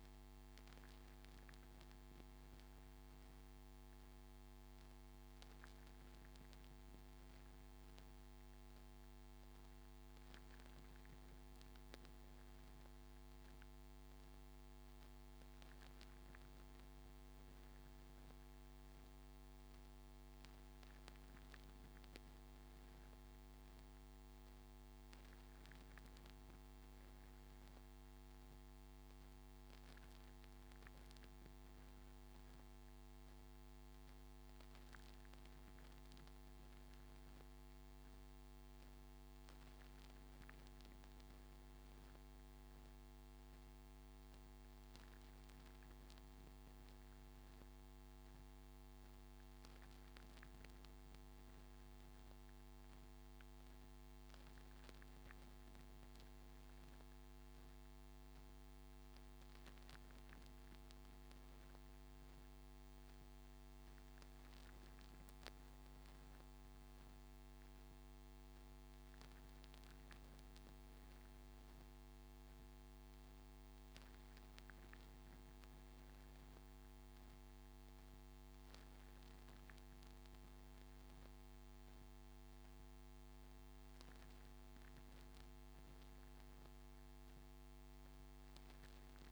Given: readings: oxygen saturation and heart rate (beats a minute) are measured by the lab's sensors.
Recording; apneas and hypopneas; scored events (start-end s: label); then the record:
breathing in sleep, hard to hear, by a microphone on the trachea; none
none scored
From the record:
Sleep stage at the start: N3 (deep sleep); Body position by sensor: on the front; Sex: male